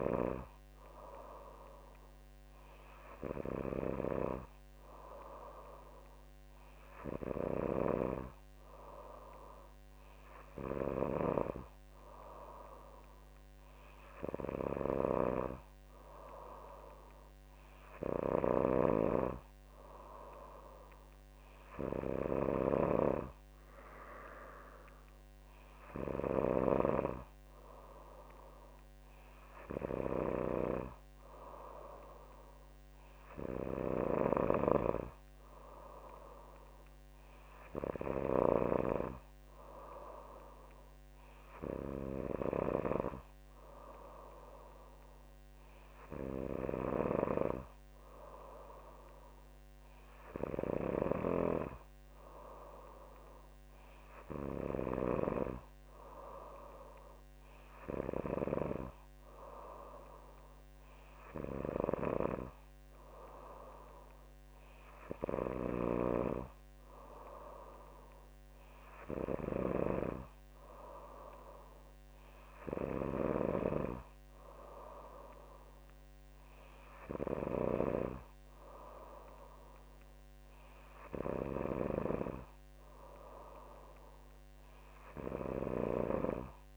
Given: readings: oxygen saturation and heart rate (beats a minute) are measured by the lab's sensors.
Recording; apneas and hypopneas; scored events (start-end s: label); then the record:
breathing in sleep by a microphone on the trachea; none
50.50-55.00 s: snoring (device-marked)
65.50-69.50 s: snoring (device-marked)
From the record:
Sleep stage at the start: N3 (deep sleep); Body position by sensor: on the back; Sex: female